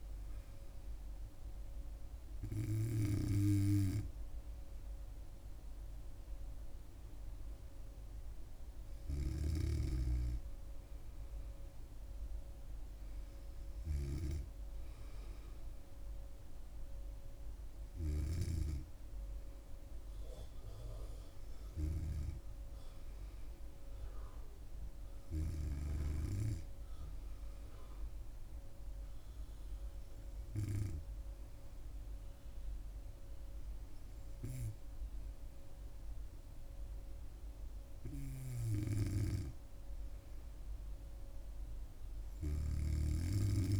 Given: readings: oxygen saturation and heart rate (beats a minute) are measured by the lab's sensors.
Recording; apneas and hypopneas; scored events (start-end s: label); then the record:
breathing in sleep by a room microphone; none
none scored
From the record:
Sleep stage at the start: N2 (light sleep); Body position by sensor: on the back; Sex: female